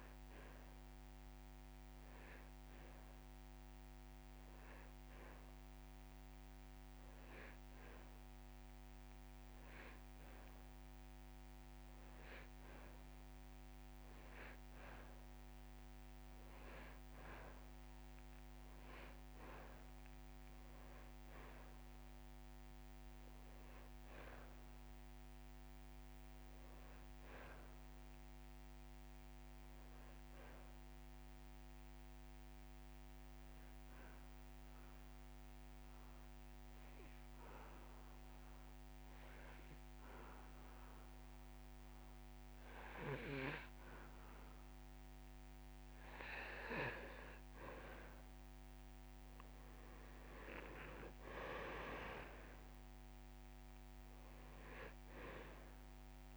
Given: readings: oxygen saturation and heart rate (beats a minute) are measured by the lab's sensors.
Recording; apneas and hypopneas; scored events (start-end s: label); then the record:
breathing in sleep by a microphone on the trachea; 1
0.00-14.50 s: oxygen desaturation (device-marked, oxygen 91% lowest)
22.50-26.50 s: arousal
33.00-45.00 s: obstructive apnea (oxygen 98% before, 91% lowest)
48.50-51.50 s: arousal
From the record:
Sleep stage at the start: N2 (light sleep); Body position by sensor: on the back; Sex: male